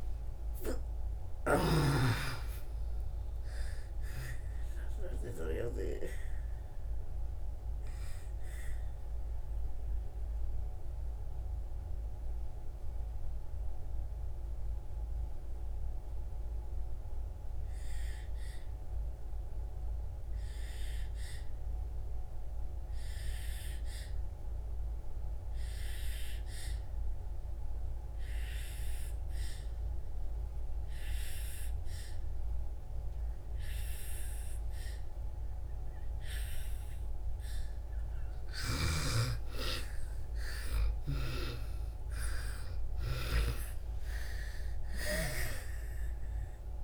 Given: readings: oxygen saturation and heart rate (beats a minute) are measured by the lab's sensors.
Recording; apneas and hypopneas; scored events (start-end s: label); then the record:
breathing in sleep by a room microphone; 1
0.00-2.00 s: arousal
0.00-26.50 s: oxygen desaturation (device-marked, oxygen 79% lowest)
8.00-38.00 s: mixed apnea (oxygen 99% before, 79% lowest)
28.50-46.84 s: oxygen desaturation (device-marked, oxygen 98% before, 80% lowest)
39.00-44.00 s: arousal
From the record:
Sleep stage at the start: N2 (light sleep); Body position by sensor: on the back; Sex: female